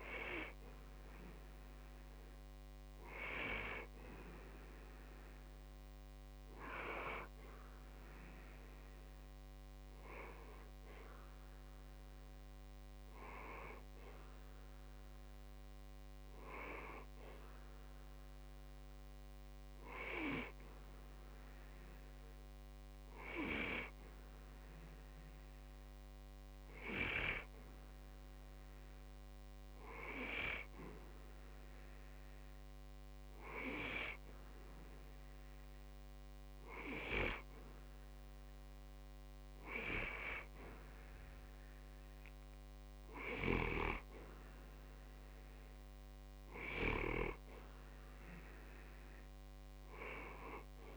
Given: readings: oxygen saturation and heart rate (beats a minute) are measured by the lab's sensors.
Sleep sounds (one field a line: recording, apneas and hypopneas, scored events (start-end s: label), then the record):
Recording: breathing in sleep by a microphone on the trachea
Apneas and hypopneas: none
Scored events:
13.00-50.97 s: new sleep stage, N2 (light sleep)
From the record:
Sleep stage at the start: N1 (lightest sleep)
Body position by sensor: on the back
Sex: male